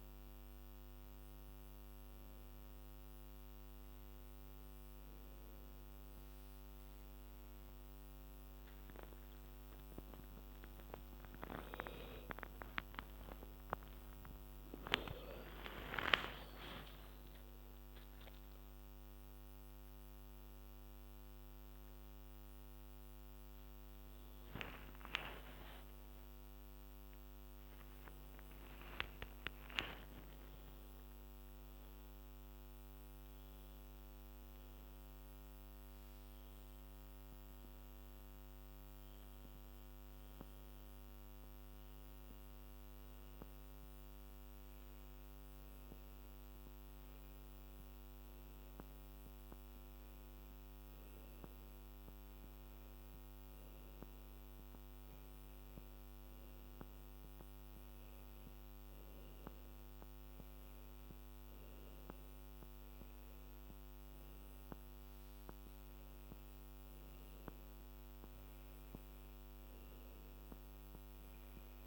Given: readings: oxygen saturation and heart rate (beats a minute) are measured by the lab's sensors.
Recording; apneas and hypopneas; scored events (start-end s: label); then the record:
breathing in sleep by a microphone on the trachea; none
11.50-17.00 s: arousal
From the record:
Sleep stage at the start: N2 (light sleep); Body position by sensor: on the back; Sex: female